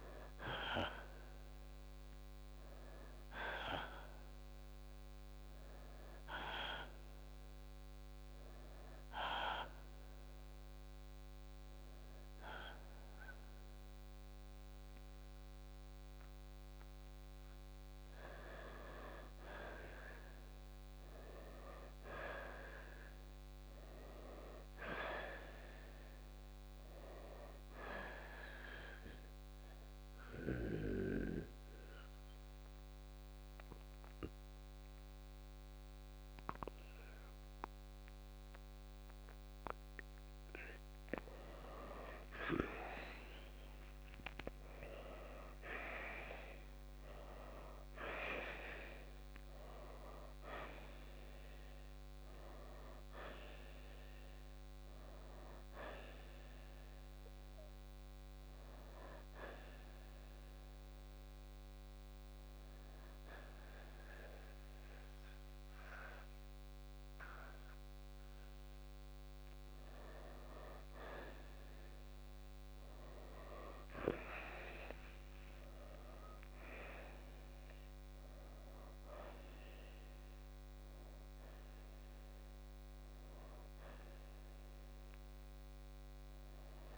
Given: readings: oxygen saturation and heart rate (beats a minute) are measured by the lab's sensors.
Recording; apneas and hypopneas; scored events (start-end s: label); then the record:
breathing in sleep by a microphone on the trachea; 3
0.00-16.00 s: oxygen desaturation (device-marked, oxygen 84% lowest, heart rate 59 extreme)
7.50-17.50 s: hypopnea (oxygen 90% before, 83% lowest, heart rate 68 before, 59 extreme, up 22 after)
20.00-25.50 s: arousal
31.00-41.50 s: central apnea (oxygen 94% before, 83% lowest, heart rate 69 before, 61 extreme, up 8 after)
31.00-44.00 s: oxygen desaturation (device-marked, oxygen 93% before, 88% lowest, heart rate 69 before, 59 extreme)
43.00-47.50 s: arousal
46.00-86.97 s: new sleep stage, N1 (lightest sleep)
57.00-73.00 s: oxygen desaturation (device-marked, oxygen 91% before, 83% lowest, heart rate 69 before, 54 extreme)
60.00-70.50 s: hypopnea (oxygen 91% before, 83% lowest, heart rate 68 before, 54 extreme, up 16 after)
72.50-77.00 s: arousal
From the record:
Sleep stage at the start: N2 (light sleep); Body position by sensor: on the right side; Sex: male